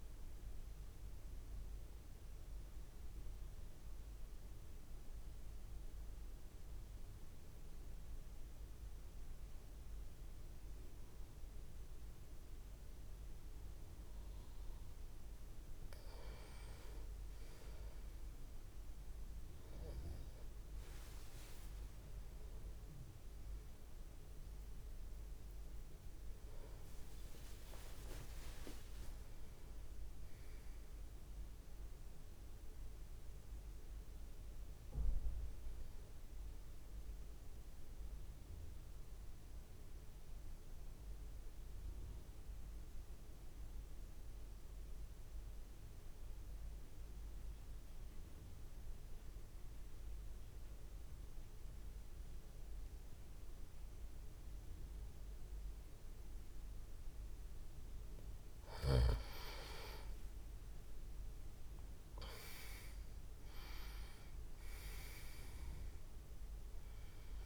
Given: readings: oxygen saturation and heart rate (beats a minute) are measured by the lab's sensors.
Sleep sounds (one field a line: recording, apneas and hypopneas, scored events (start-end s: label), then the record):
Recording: breathing in sleep by a room microphone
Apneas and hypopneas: 2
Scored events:
0.00-18.00 s: oxygen desaturation (device-marked, oxygen 86% lowest)
0.50-16.00 s: central apnea (oxygen 96% before, 86% lowest)
19.50-25.00 s: arousal
38.00-58.00 s: mixed apnea (oxygen 98% before, 88% lowest)
53.00-67.45 s: oxygen desaturation (device-marked, oxygen 97% before, 88% lowest)
60.00-64.00 s: arousal
From the record:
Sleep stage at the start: N2 (light sleep)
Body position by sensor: on the back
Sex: male